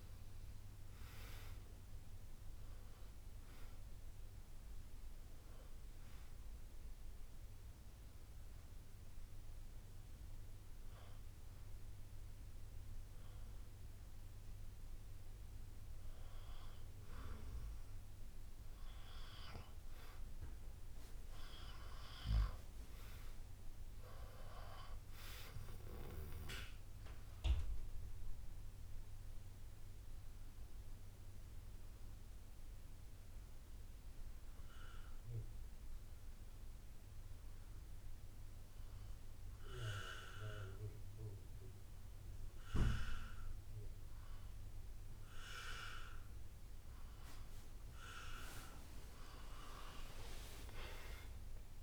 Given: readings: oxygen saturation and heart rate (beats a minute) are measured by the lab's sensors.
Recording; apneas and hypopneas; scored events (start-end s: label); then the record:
breathing in sleep by a room microphone; 2
3.50-15.50 s: oxygen desaturation (device-marked, oxygen 97% before, 94% lowest, heart rate 63 before, 61 extreme)
6.00-18.00 s: hypopnea (oxygen 98% before, 94% lowest, heart rate 63 before, 61 extreme, up 8 after)
15.00-17.00 s: long interval between heartbeats (device-marked, heart rate 63 before, 68 extreme)
21.00-25.00 s: arousal
32.50-46.00 s: hypopnea (oxygen 97% before, 95% lowest, heart rate 66 before, 60 extreme, up 9 after)
48.50-51.83 s: arousal
50.50-51.83 s: drop in pulse transit time (device-marked, heart rate 61 before, 62 extreme)
From the record:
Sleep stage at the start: N2 (light sleep); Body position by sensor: on the back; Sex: male